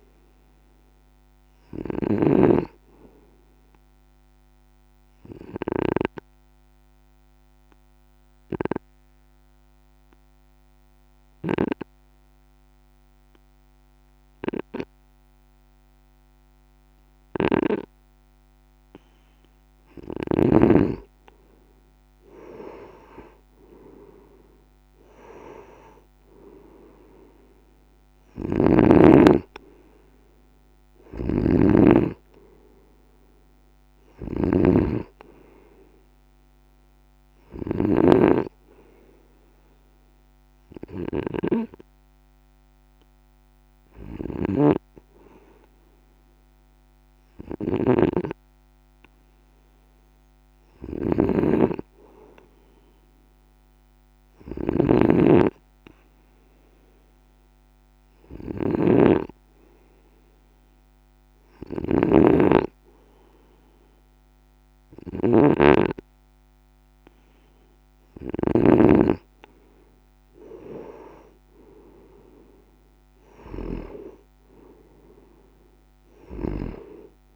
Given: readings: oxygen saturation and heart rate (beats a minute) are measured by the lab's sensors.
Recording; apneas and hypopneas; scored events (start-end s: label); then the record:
breathing in sleep by a microphone on the trachea; 3
0.00-6.00 s: snoring (device-marked)
6.00-20.50 s: obstructive apnea (oxygen 97% before, 93% lowest, heart rate 57 before, 56 extreme, up 6 after)
23.00-27.00 s: arousal
28.00-68.50 s: snoring (device-marked)
37.50-50.00 s: hypopnea (oxygen 97% before, 93% lowest, heart rate 60 before, 53 extreme, up 1 after)
51.50-55.00 s: arousal
59.00-69.50 s: hypopnea (oxygen 96% before, 94% lowest, heart rate 56 before, 55 extreme, up 9 after)
71.50-75.00 s: arousal
From the record:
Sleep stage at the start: N2 (light sleep); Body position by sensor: on the right side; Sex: male